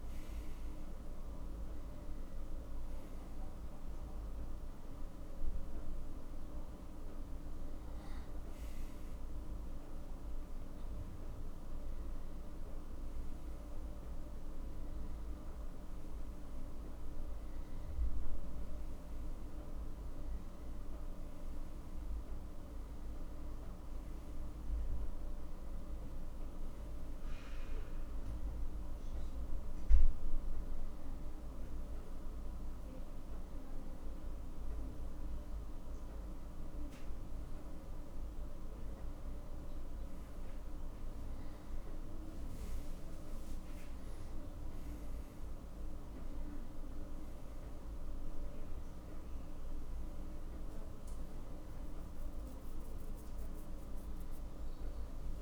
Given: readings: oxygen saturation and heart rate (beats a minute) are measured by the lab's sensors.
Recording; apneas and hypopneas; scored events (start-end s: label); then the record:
a person awake in a sleep study, hard to hear, by a room microphone; none
none scored
From the record:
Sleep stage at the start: awake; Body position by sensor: on the right side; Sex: male